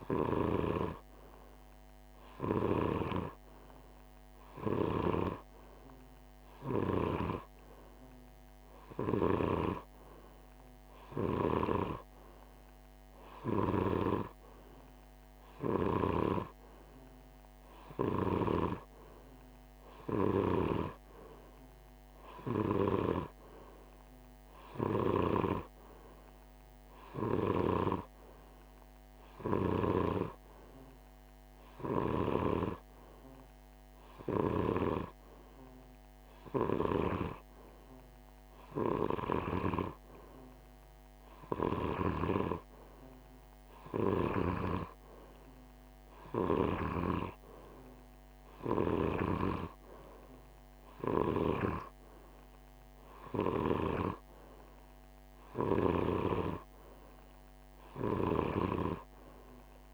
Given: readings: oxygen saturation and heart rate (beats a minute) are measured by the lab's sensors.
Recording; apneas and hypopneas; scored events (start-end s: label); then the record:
breathing in sleep by a microphone on the trachea; none
none scored
From the record:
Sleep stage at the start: N2 (light sleep); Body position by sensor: on the right side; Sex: male